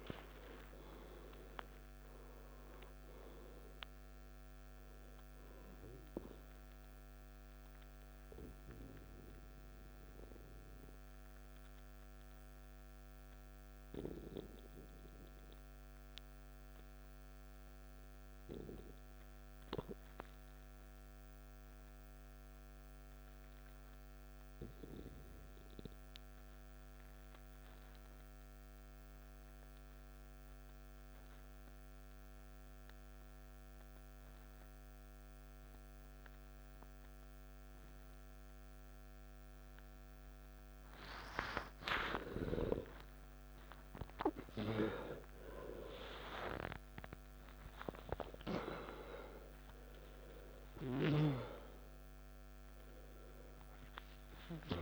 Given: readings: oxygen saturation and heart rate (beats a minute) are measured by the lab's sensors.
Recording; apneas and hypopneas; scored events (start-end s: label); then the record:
breathing in sleep by a microphone on the trachea; 1
0.00-19.50 s: oxygen desaturation (device-marked, oxygen 86% lowest, heart rate 55 extreme)
9.50-41.00 s: obstructive apnea (oxygen 96% before, 87% lowest, heart rate 69 before, 55 extreme, up 16 after)
36.50-54.81 s: new sleep stage, N1 (lightest sleep)
38.50-54.81 s: oxygen desaturation (device-marked, oxygen 97% before, 87% lowest, heart rate 57 before, 53 extreme)
42.50-47.00 s: arousal
From the record:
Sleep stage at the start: N2 (light sleep); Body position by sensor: on the back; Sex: male